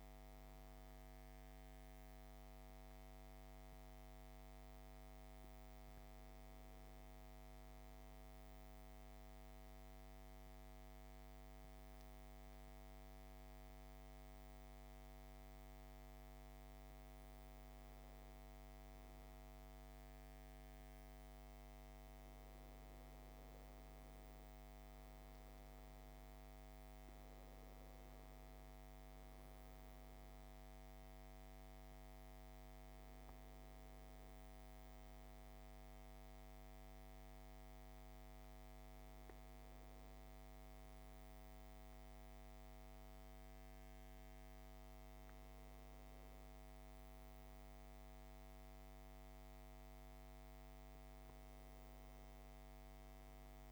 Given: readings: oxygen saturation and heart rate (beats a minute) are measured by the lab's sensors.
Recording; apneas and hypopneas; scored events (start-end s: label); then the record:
breathing in sleep, hard to hear, by a microphone on the trachea; 1
0.00-6.50 s: oxygen desaturation (device-marked, oxygen 92% lowest, heart rate 58 extreme)
8.00-21.50 s: mixed apnea (oxygen 97% before, 93% lowest, heart rate 70 before, 58 extreme, up 1 after)
23.00-27.00 s: arousal
27.50-44.50 s: oxygen desaturation (device-marked, oxygen 97% before, 93% lowest, heart rate 59 before, 57 extreme)
From the record:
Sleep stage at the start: N2 (light sleep); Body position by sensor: on the back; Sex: male